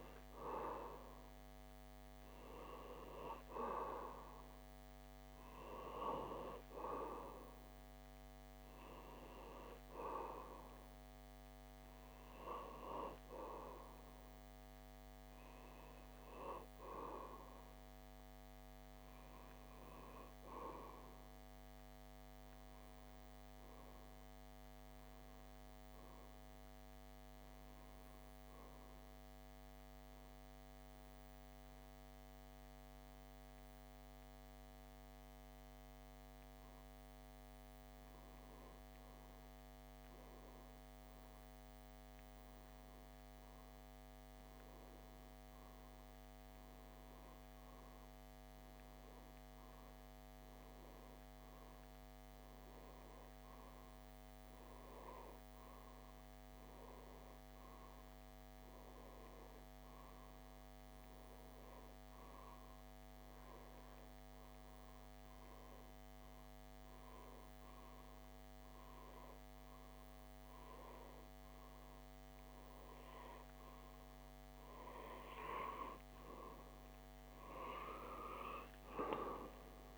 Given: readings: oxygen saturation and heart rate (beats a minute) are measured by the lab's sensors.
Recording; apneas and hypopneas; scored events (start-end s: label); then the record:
breathing in sleep by a microphone on the trachea; 1
28.50-72.50 s: obstructive apnea (oxygen 97% before, 91% lowest)
76.00-79.98 s: arousal
From the record:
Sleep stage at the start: REM sleep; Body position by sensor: on the back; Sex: male